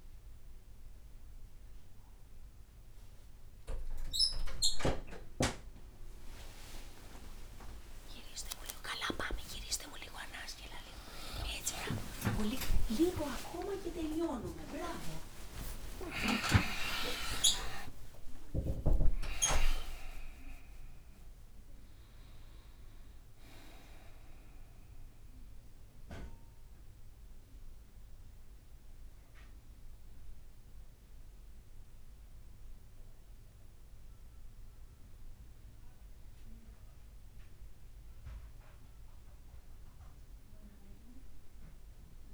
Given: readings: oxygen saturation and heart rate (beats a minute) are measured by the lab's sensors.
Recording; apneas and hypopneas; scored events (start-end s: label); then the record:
a person awake in a sleep study, by a room microphone; none
6.50-8.50 s: long interval between heartbeats (device-marked, heart rate 59 before, 77 extreme)
6.50-21.50 s: tachycardia (device-marked, heart rate 58 before, 175 extreme)
10.50-12.50 s: long interval between heartbeats (device-marked, heart rate 65 before, 129 extreme)
12.50-14.50 s: long interval between heartbeats (device-marked, heart rate 73 before, 131 extreme)
14.50-16.50 s: long interval between heartbeats (device-marked, heart rate 80 before, 148 extreme)
17.50-19.50 s: long interval between heartbeats (device-marked, heart rate 94 before, 155 extreme)
26.50-42.34 s: new sleep stage, N1 (lightest sleep)
From the record:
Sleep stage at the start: awake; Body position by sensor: on the back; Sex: male